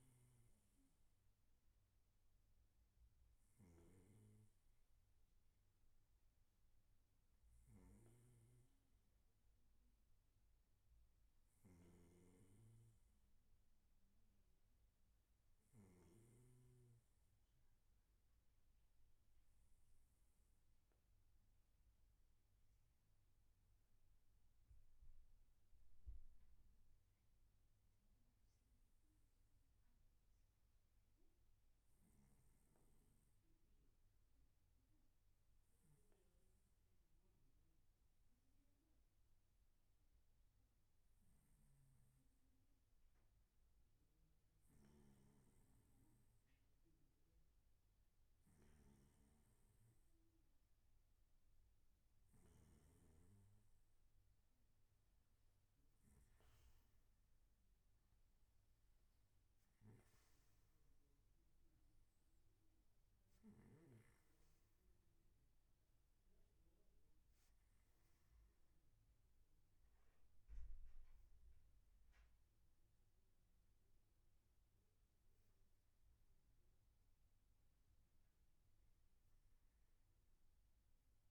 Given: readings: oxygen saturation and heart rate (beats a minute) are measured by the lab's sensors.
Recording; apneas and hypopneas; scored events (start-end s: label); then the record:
breathing in sleep, hard to hear, by a room microphone; 1
28.50-43.50 s: obstructive apnea (oxygen 95% before, 92% lowest, heart rate 61 before, 59 extreme, up 2 after)
From the record:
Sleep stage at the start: N3 (deep sleep); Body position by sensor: on the right side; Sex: male